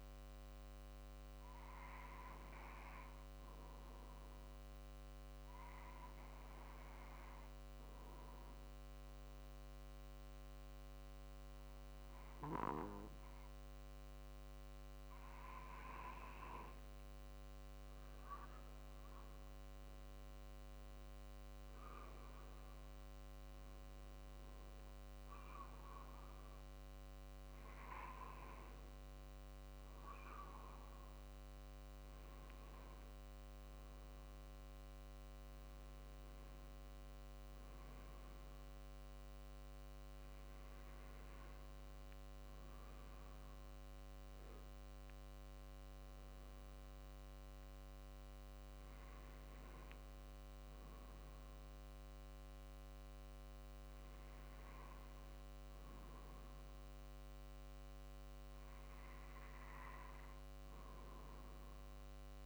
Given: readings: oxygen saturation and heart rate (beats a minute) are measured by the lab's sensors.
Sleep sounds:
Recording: breathing in sleep by a microphone on the trachea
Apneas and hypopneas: 1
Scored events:
3.50-16.00 s: hypopnea (oxygen 96% before, 94% lowest, heart rate 49 before, 47 extreme, up 5 after)
18.00-21.50 s: arousal
20.00-33.00 s: drop in pulse transit time (device-marked, heart rate 48 before, 50 extreme)
From the record:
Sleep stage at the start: N2 (light sleep)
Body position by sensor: on the right side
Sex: male

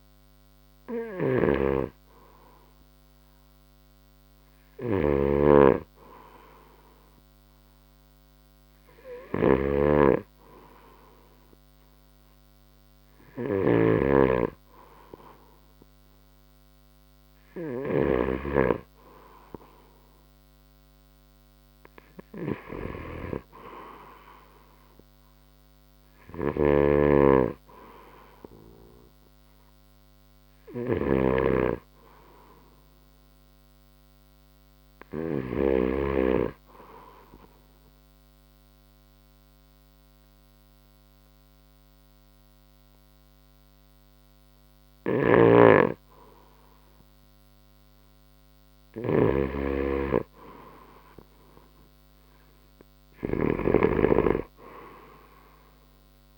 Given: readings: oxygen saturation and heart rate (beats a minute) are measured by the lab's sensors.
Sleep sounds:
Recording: breathing in sleep by a microphone on the trachea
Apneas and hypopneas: 1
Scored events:
0.00-3.00 s: drop in pulse transit time (device-marked, heart rate 68 extreme)
0.00-9.00 s: oxygen desaturation (device-marked, oxygen 92% lowest, heart rate 64 extreme)
0.00-14.00 s: snoring (device-marked)
26.50-36.50 s: snoring (device-marked)
30.00-34.00 s: arousal
37.00-47.00 s: obstructive apnea (oxygen 94% before, 90% lowest, heart rate 67 before, 65 extreme)
45.00-56.38 s: snoring (device-marked)
49.50-54.00 s: arousal
From the record:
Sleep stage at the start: N2 (light sleep)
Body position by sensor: on the right side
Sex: male

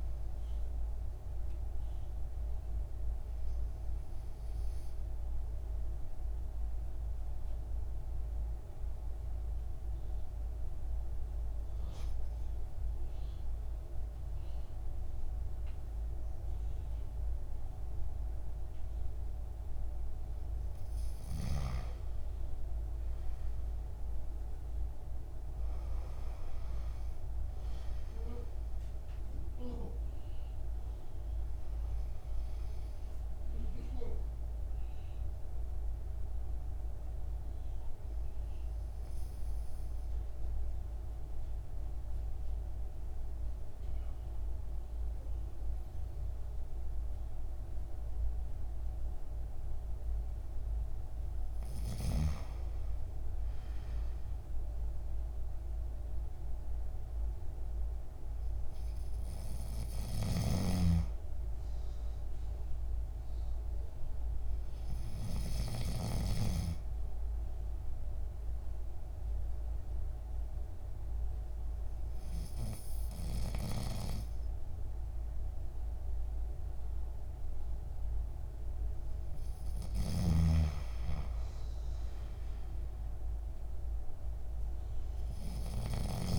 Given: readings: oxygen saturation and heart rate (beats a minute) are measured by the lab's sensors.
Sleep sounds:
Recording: breathing in sleep by a room microphone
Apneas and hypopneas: 3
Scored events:
0.00-11.50 s: oxygen desaturation (device-marked, oxygen 93% lowest, heart rate 53 extreme)
3.00-20.50 s: obstructive apnea (oxygen 97% before, 93% lowest, heart rate 58 before, 53 extreme, up 6 after)
22.00-26.00 s: arousal
30.50-45.50 s: oxygen desaturation (device-marked, oxygen 97% before, 93% lowest, heart rate 58 before, 53 extreme)
34.50-50.00 s: obstructive apnea (oxygen 97% before, 93% lowest, heart rate 58 before, 52 extreme, up 5 after)
53.00-55.50 s: arousal
68.00-80.50 s: obstructive apnea (oxygen 98% before, 94% lowest, heart rate 58 before, 53 extreme, up 8 after)
82.50-85.00 s: arousal
From the record:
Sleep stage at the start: N2 (light sleep)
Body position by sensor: on the back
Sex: male

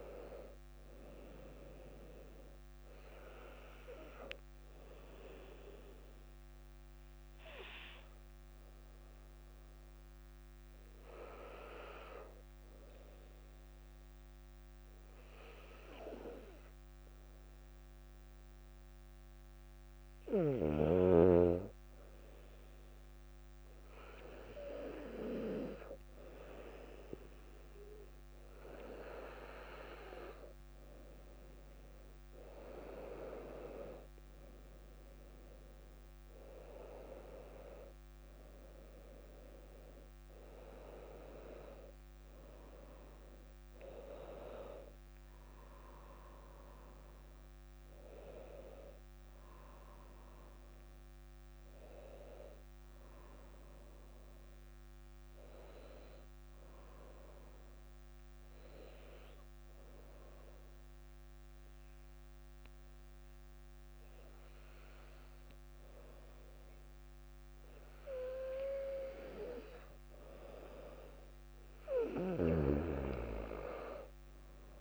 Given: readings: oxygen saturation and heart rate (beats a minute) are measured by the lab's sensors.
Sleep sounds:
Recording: breathing in sleep by a microphone on the trachea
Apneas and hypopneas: 2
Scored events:
0.00-17.00 s: oxygen desaturation (device-marked, oxygen 95% lowest, heart rate 55 extreme)
6.50-21.00 s: hypopnea (oxygen 100% before, 95% lowest, heart rate 59 before, 55 extreme, up 4 after)
23.50-27.50 s: arousal
45.00-57.00 s: drop in pulse transit time (device-marked, heart rate 60 before, 62 extreme)
51.50-54.50 s: arousal
58.00-69.00 s: hypopnea (oxygen 98% before, 94% lowest, heart rate 63 before, 58 extreme, up 3 after)
71.50-74.81 s: arousal
From the record:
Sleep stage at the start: REM sleep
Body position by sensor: on the back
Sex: female

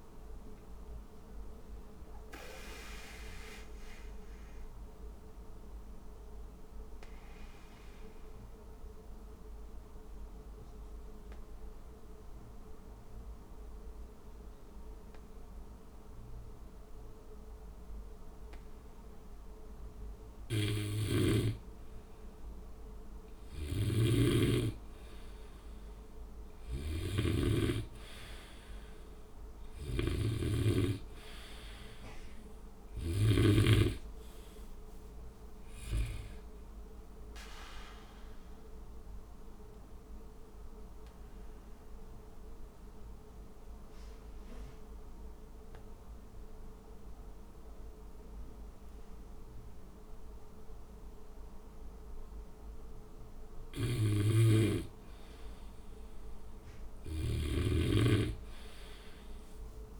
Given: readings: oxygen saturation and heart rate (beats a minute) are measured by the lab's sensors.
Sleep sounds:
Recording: breathing in sleep by a room microphone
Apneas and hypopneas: 2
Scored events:
0.50-19.50 s: obstructive apnea (oxygen 95% before, 92% lowest, heart rate 64 before, 58 extreme, up 1 after)
20.50-33.50 s: snoring (device-marked)
23.50-27.00 s: arousal
27.00-54.00 s: oxygen desaturation (device-marked, oxygen 98% before, 92% lowest, heart rate 61 before, 55 extreme)
37.50-53.50 s: obstructive apnea (oxygen 98% before, 92% lowest, heart rate 60 before, 55 extreme, up 10 after)
54.00-57.50 s: snoring (device-marked)
59.00-60.00 s: arousal
From the record:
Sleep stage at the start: N2 (light sleep)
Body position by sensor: on the back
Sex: male

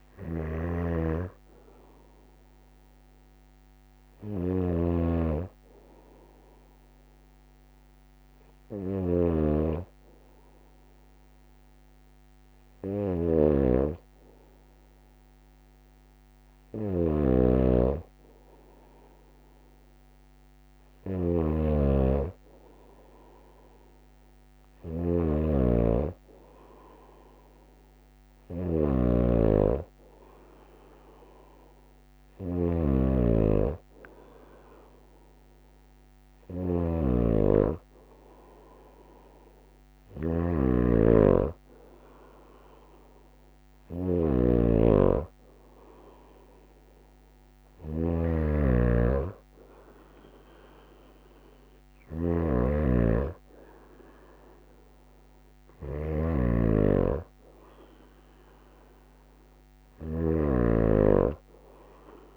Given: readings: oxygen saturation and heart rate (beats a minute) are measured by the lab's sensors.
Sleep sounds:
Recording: breathing in sleep by a microphone on the trachea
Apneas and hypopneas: none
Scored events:
0.00-4.50 s: snoring (device-marked)
20.50-62.37 s: snoring (device-marked)
From the record:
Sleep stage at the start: N2 (light sleep)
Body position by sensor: on the right side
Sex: female

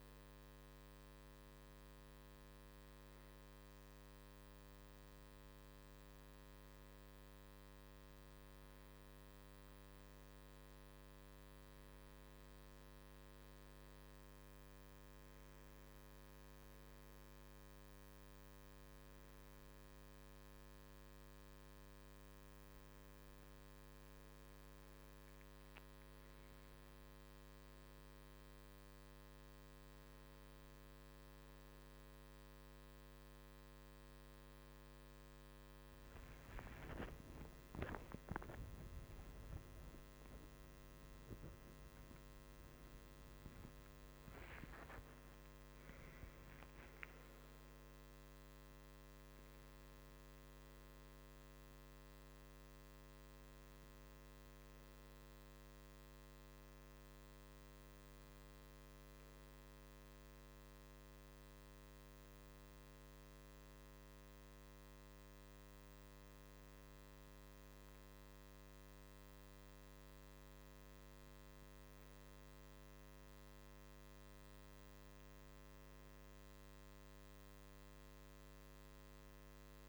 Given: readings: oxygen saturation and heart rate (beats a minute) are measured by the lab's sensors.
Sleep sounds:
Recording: breathing in sleep, hard to hear, by a microphone on the trachea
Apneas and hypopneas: none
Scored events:
37.00-42.50 s: arousal
From the record:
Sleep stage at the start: REM sleep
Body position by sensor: on the right side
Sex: male

